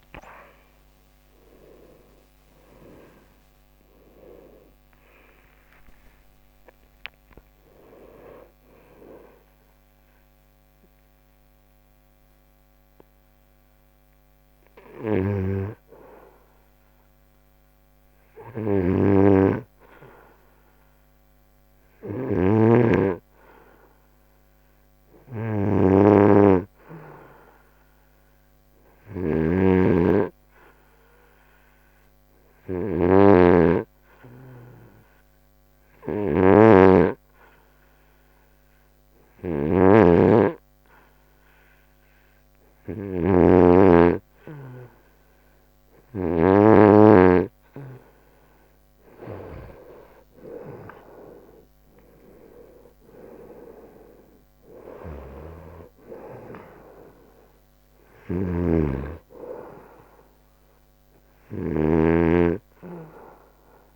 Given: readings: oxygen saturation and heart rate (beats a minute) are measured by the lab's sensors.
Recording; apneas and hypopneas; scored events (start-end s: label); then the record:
breathing in sleep by a microphone on the trachea; 1
0.00-5.00 s: arousal
28.00-45.00 s: hypopnea (oxygen 95% before, 91% lowest, heart rate 80 before, 71 extreme, up 11 after)
29.50-34.00 s: snoring (device-marked)
42.50-63.96 s: oxygen desaturation (device-marked, oxygen 96% before, 92% lowest, heart rate 73 before, 71 extreme)
47.00-50.00 s: arousal
From the record:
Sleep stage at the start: N2 (light sleep); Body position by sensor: on the right side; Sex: male